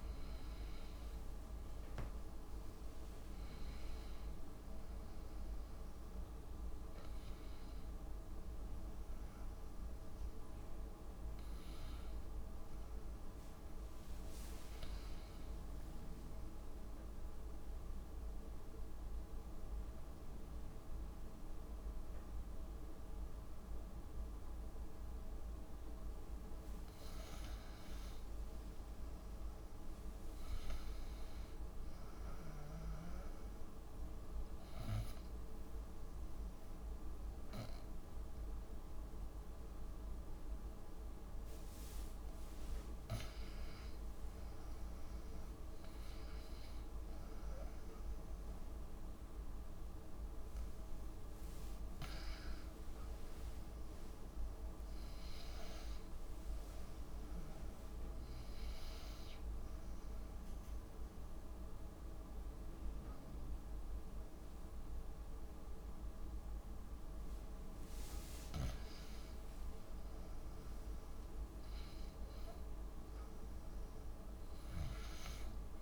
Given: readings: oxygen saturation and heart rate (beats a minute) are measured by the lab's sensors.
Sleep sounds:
breathing in sleep, hard to hear, by a room microphone; 3
0.00-1.50 s: arousal
0.50-13.50 s: oxygen desaturation (device-marked, oxygen 97% before, 91% lowest)
16.00-26.50 s: obstructive apnea (oxygen 97% before, 90% lowest)
28.00-31.00 s: arousal
28.50-30.50 s: long interval between heartbeats (device-marked)
33.50-46.50 s: oxygen desaturation (device-marked, oxygen 96% before, 90% lowest)
34.00-44.00 s: obstructive apnea (oxygen 96% before, 90% lowest)
47.00-51.00 s: arousal
51.50-58.50 s: oxygen desaturation (device-marked, oxygen 95% before, 91% lowest)
60.00-70.00 s: obstructive apnea (oxygen 95% before, 91% lowest)
71.50-75.00 s: arousal
From the record:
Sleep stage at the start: N2 (light sleep); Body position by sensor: on the left side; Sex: female

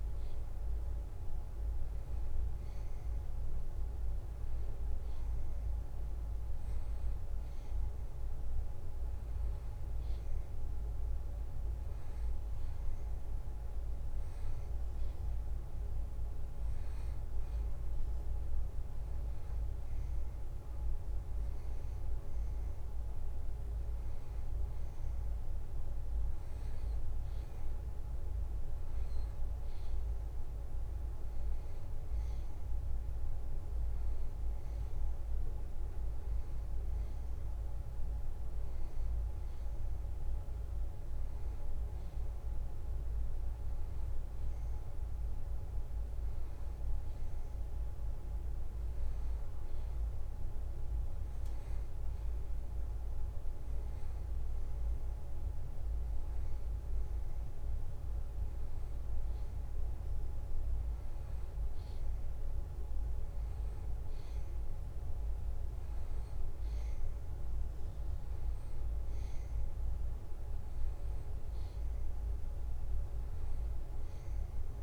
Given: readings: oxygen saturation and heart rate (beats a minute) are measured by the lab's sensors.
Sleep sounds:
breathing in sleep, hard to hear, by a room microphone; none
none scored
From the record:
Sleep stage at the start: N2 (light sleep); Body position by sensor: on the back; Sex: male

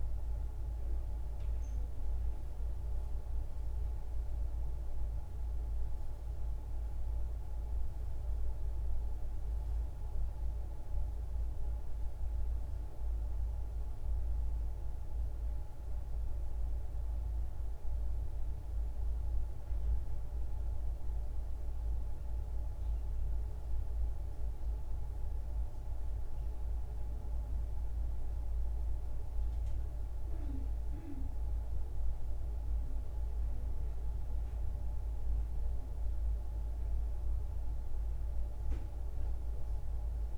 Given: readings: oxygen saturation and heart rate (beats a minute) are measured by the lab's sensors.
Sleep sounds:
a person awake in a sleep study, hard to hear, by a room microphone; none
none scored
From the record:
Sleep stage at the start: awake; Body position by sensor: on the back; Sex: female

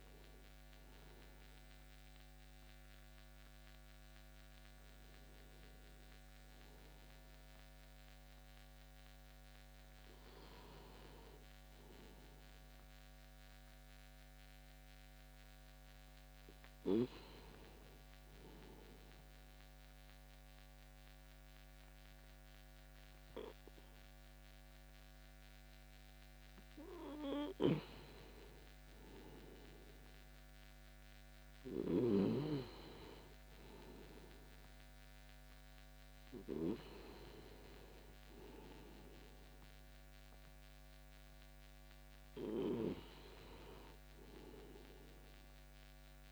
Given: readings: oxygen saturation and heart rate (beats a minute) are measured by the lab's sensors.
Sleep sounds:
breathing in sleep by a microphone on the trachea; none
none scored
From the record:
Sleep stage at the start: N2 (light sleep); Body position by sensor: on the back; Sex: male

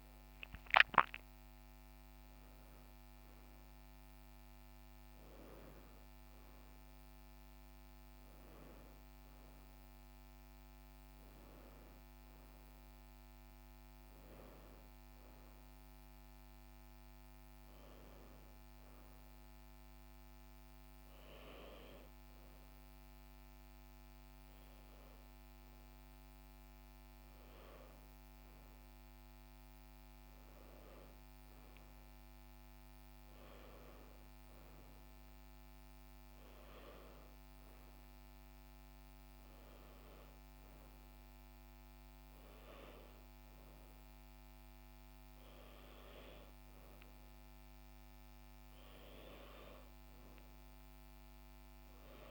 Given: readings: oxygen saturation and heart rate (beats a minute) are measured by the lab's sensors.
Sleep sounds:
breathing in sleep by a microphone on the trachea; 1
14.50-52.31 s: new sleep stage, N2 (light sleep)
15.50-27.00 s: hypopnea (oxygen 95% before, 94% lowest, heart rate 73 before, 66 extreme, up 6 after)
28.50-32.00 s: arousal
From the record:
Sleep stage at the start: N1 (lightest sleep); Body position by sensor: on the back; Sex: female

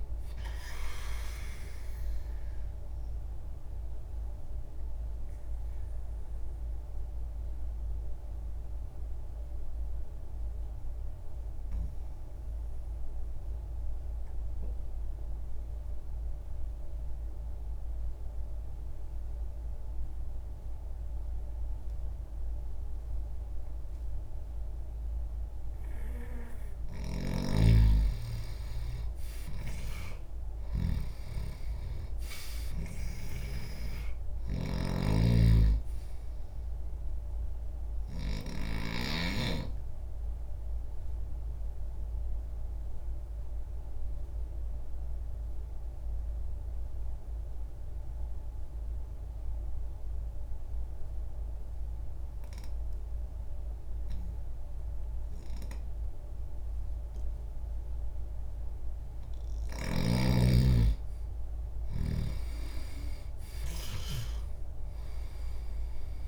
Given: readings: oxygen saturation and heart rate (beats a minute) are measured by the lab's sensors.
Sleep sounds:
breathing in sleep by a room microphone; 2
0.50-27.00 s: obstructive apnea (oxygen 96% before, 85% lowest, heart rate 61 before, 60 extreme, up 1 after)
15.00-25.00 s: oxygen desaturation (device-marked, oxygen 94% before, 88% lowest, heart rate 63 before, 60 extreme)
29.50-34.00 s: arousal
39.50-59.00 s: obstructive apnea (oxygen 96% before, 85% lowest, heart rate 63 before, 60 extreme, up 3 after)
49.00-63.00 s: oxygen desaturation (device-marked, oxygen 94% before, 85% lowest, heart rate 61 before, 61 extreme)
From the record:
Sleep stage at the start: N2 (light sleep); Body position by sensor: on the left side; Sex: male

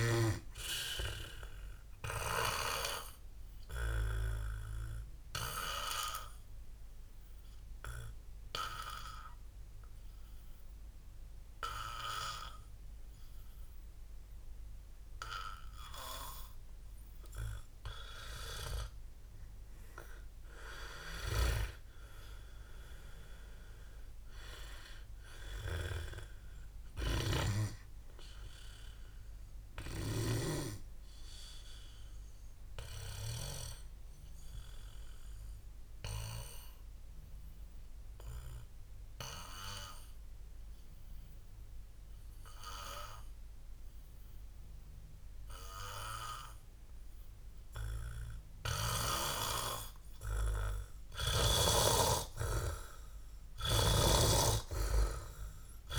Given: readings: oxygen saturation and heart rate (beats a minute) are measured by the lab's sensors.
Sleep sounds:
breathing in sleep by a room microphone; 2
0.00-5.00 s: oxygen desaturation (device-marked, oxygen 82% lowest, heart rate 59 extreme)
2.50-18.50 s: obstructive apnea (oxygen 99% before, 86% lowest, heart rate 80 before, 59 extreme, up 14 after)
21.50-27.00 s: arousal
33.00-51.50 s: obstructive apnea (oxygen 99% before, 86% lowest, heart rate 67 before, 59 extreme, up 1 after)
46.00-53.00 s: oxygen desaturation (device-marked, oxygen 99% before, 93% lowest, heart rate 62 before, 60 extreme)
52.50-55.99 s: arousal
From the record:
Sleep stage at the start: N2 (light sleep); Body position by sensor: on the back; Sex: male

